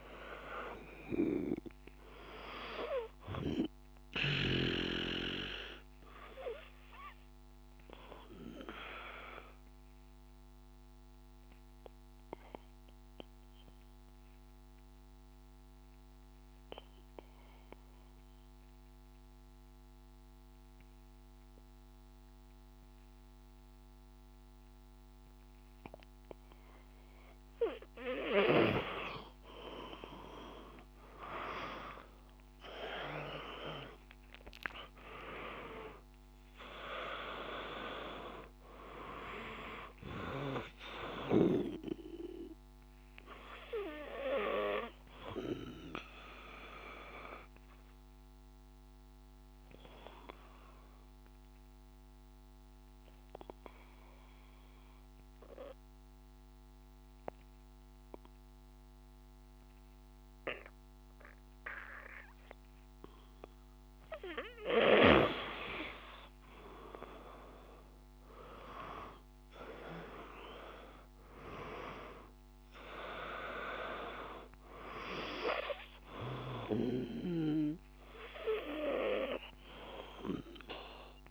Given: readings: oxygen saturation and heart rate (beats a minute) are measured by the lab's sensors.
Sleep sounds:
breathing in sleep by a microphone on the trachea; 2
0.00-21.00 s: oxygen desaturation (device-marked, oxygen 97% before, 91% lowest, heart rate 57 before, 53 extreme)
4.50-26.50 s: obstructive apnea (oxygen 97% before, 89% lowest, heart rate 57 before, 52 extreme, up 6 after)
30.50-34.50 s: arousal
36.00-60.00 s: oxygen desaturation (device-marked, oxygen 96% before, 89% lowest, heart rate 56 before, 52 extreme)
42.50-63.50 s: obstructive apnea (oxygen 97% before, 89% lowest, heart rate 57 before, 52 extreme, up 4 after)
66.50-71.50 s: arousal
72.00-81.31 s: oxygen desaturation (device-marked, oxygen 97% before, 91% lowest, heart rate 55 before, 53 extreme)
From the record:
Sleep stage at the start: N2 (light sleep); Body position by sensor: on the back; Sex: male

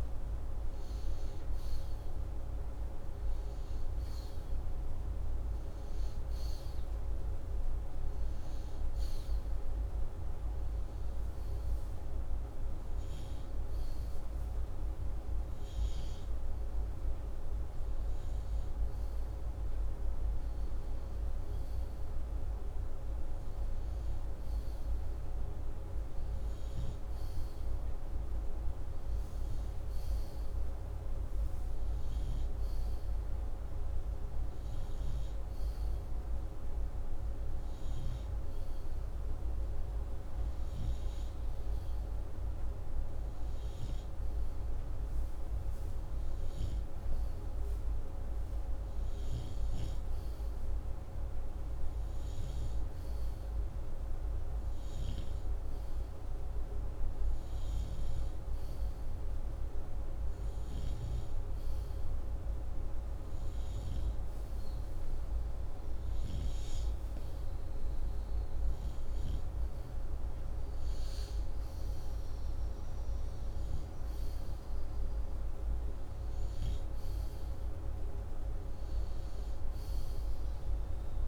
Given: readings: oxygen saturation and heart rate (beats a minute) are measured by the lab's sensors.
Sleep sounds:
breathing in sleep, hard to hear, by a room microphone; none
none scored
From the record:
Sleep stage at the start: N2 (light sleep); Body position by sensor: upright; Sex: male

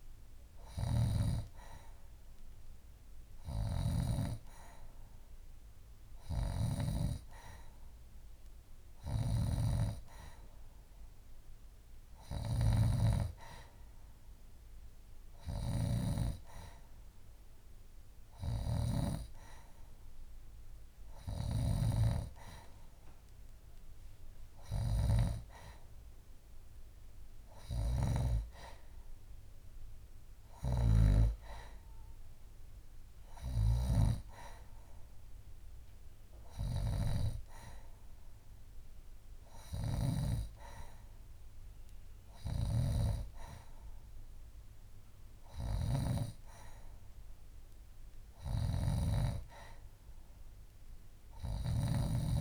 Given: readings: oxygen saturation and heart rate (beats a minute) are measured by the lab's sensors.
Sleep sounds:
breathing in sleep by a room microphone; none
none scored
From the record:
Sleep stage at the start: N2 (light sleep); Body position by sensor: on the left side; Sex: female

